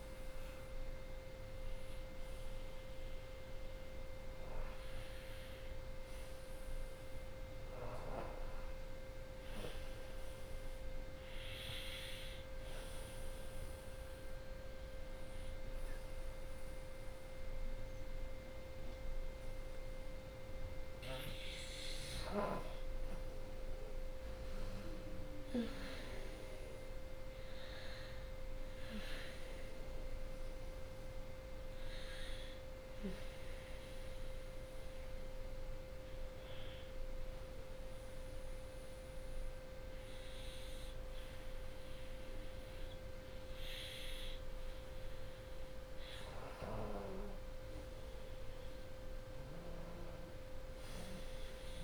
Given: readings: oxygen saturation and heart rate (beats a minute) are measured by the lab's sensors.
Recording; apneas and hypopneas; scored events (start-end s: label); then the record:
breathing in sleep, hard to hear, by a room microphone; 2
11.00-22.00 s: obstructive apnea (oxygen 95% before, 88% lowest, heart rate 83 before, 74 extreme, up 17 after)
11.50-21.50 s: oxygen desaturation (device-marked, oxygen 94% before, 90% lowest, heart rate 83 before, 74 extreme)
24.00-28.00 s: arousal
24.50-34.50 s: drop in pulse transit time (device-marked, heart rate 81 before, 80 extreme)
30.50-40.50 s: oxygen desaturation (device-marked, oxygen 93% before, 88% lowest, heart rate 83 before, 69 extreme)
36.00-46.00 s: obstructive apnea (oxygen 93% before, 88% lowest, heart rate 83 before, 69 extreme, up 8 after)
47.50-50.50 s: arousal
From the record:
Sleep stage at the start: N2 (light sleep); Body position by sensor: on the back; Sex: female